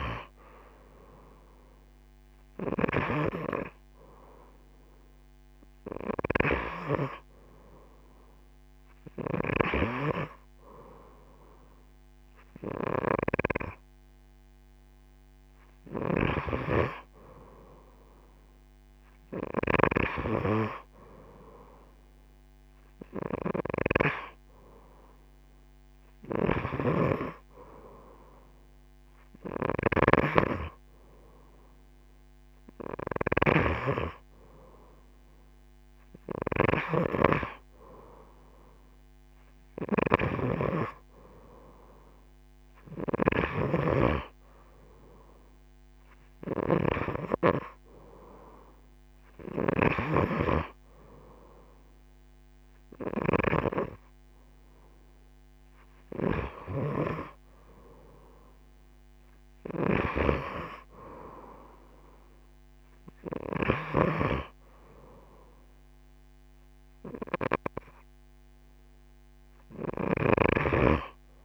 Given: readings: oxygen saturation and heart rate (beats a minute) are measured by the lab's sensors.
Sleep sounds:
breathing in sleep by a microphone on the trachea; none
0.00-14.50 s: oxygen desaturation (device-marked, oxygen 90% lowest)
From the record:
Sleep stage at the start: N2 (light sleep); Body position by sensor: on the right side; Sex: female

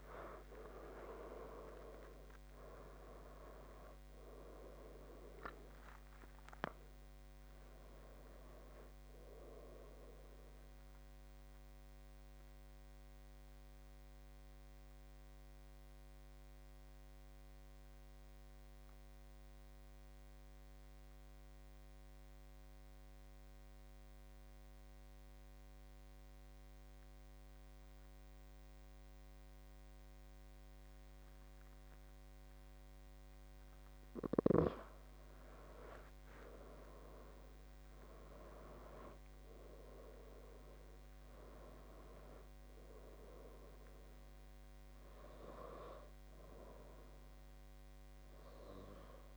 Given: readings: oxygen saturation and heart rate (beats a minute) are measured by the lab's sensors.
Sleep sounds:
breathing in sleep by a microphone on the trachea; 1
0.00-4.50 s: arousal
0.00-14.00 s: oxygen desaturation (device-marked, oxygen 96% before, 91% lowest, heart rate 74 before, 60 extreme)
12.50-33.50 s: mixed apnea (oxygen 97% before, 91% lowest, heart rate 79 before, 60 extreme, up 17 after)
36.00-40.00 s: arousal
46.00-49.37 s: oxygen desaturation (device-marked, oxygen 97% before, 91% lowest, heart rate 76 before, 68 extreme)
From the record:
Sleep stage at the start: N2 (light sleep); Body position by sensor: on the left side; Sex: male

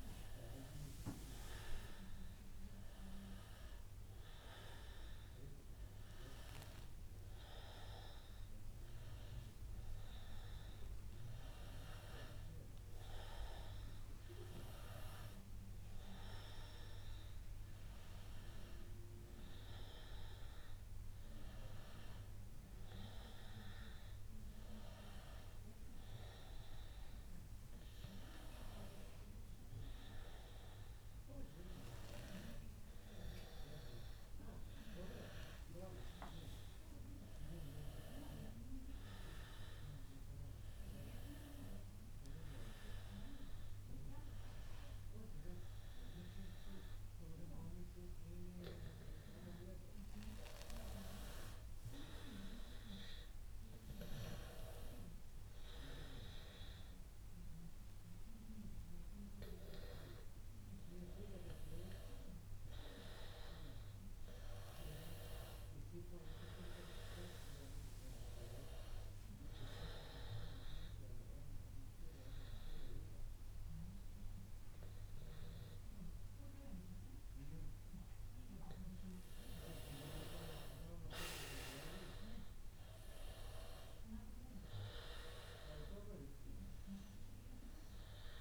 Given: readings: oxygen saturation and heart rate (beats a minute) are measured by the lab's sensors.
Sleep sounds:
breathing in sleep by a room microphone; 1
8.50-13.50 s: arousal
70.00-80.00 s: obstructive apnea (oxygen 95% before, 92% lowest, heart rate 91 before, 89 extreme, up 6 after)
From the record:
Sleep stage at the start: N2 (light sleep); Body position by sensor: on the back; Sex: male

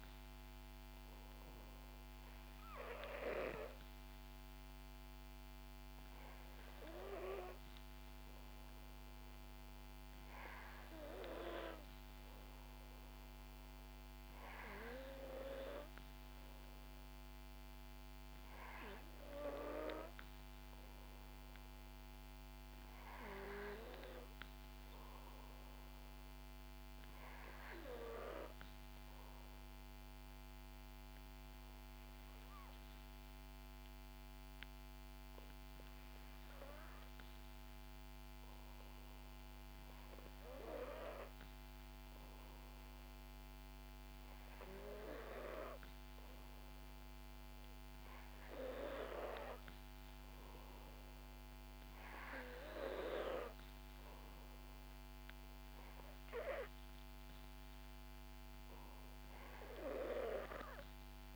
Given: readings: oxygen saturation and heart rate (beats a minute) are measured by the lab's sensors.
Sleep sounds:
breathing in sleep by a microphone on the trachea; 1
0.00-9.00 s: oxygen desaturation (device-marked, oxygen 91% lowest, heart rate 63 extreme)
30.00-40.50 s: obstructive apnea (oxygen 93% before, 90% lowest, heart rate 66 before, 64 extreme, up 1 after)
42.50-46.00 s: arousal
From the record:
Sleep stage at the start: N2 (light sleep); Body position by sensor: on the back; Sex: female

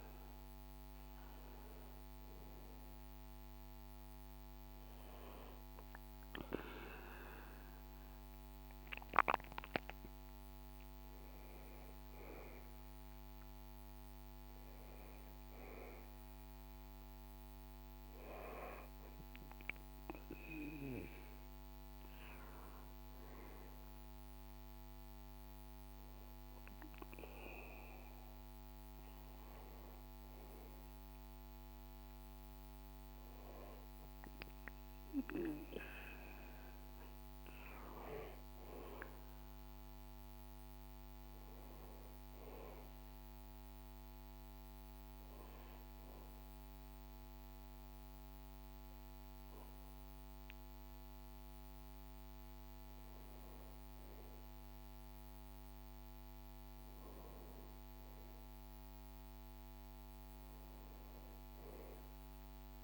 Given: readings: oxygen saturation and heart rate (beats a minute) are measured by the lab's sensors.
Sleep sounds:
breathing in sleep by a microphone on the trachea; none
10.00-15.50 s: arousal
55.50-61.00 s: arousal
From the record:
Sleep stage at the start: N2 (light sleep); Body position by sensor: on the back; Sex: male

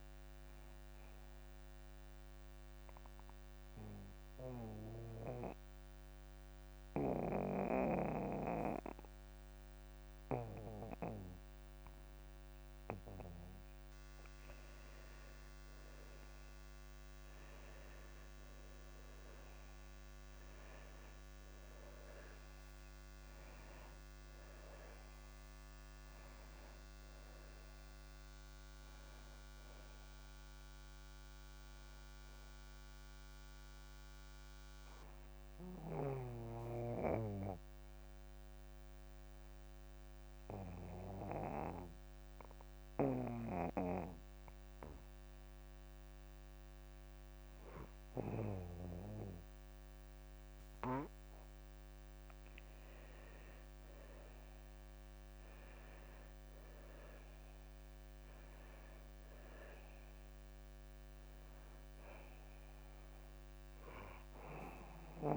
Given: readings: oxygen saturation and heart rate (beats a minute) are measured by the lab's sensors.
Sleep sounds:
breathing in sleep by a microphone on the trachea; 2
0.00-15.00 s: oxygen desaturation (device-marked, oxygen 91% lowest, heart rate 54 extreme)
4.00-15.00 s: obstructive apnea (oxygen 97% before, 89% lowest, heart rate 58 before, 54 extreme, up 5 after)
17.00-21.50 s: arousal
29.00-53.00 s: oxygen desaturation (device-marked, oxygen 95% before, 89% lowest, heart rate 58 before, 53 extreme)
33.50-53.50 s: obstructive apnea (oxygen 95% before, 88% lowest, heart rate 58 before, 53 extreme, up 7 after)
55.00-58.00 s: arousal
From the record:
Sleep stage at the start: N2 (light sleep); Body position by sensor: on the back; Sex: male

